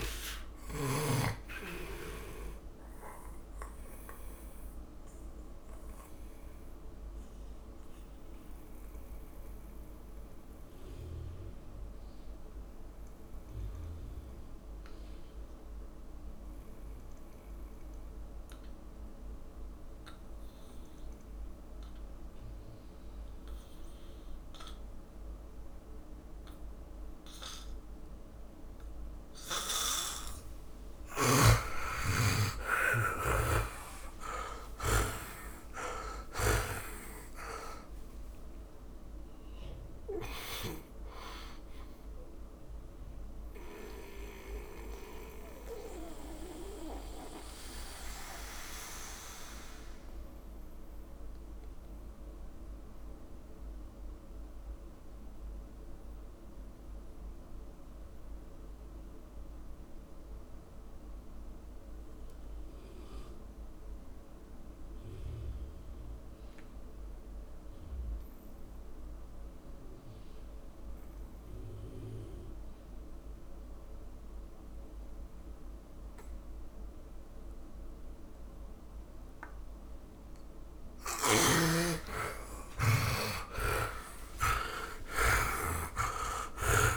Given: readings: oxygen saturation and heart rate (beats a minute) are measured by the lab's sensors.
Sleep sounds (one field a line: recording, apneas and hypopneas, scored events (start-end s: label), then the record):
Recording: breathing in sleep by a room microphone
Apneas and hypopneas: 2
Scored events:
0.00-20.00 s: oxygen desaturation (device-marked, oxygen 82% lowest, heart rate 53 extreme)
4.50-30.50 s: obstructive apnea (oxygen 100% before, 79% lowest, heart rate 65 before, 53 extreme, up 47 after)
27.00-62.00 s: oxygen desaturation (device-marked, oxygen 100% before, 79% lowest, heart rate 58 before, 48 extreme)
31.00-35.00 s: snoring (device-marked)
34.50-39.00 s: arousal
44.50-81.00 s: mixed apnea (oxygen 100% before, 78% lowest, heart rate 72 before, 48 extreme)
71.00-86.97 s: oxygen desaturation (device-marked, oxygen 100% before, 78% lowest, heart rate 57 before, 48 extreme)
83.00-86.97 s: arousal
83.50-86.97 s: snoring (device-marked)
85.00-86.97 s: tachycardia (device-marked, heart rate 69 before, 115 extreme)
From the record:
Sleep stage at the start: N2 (light sleep)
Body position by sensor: on the back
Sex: male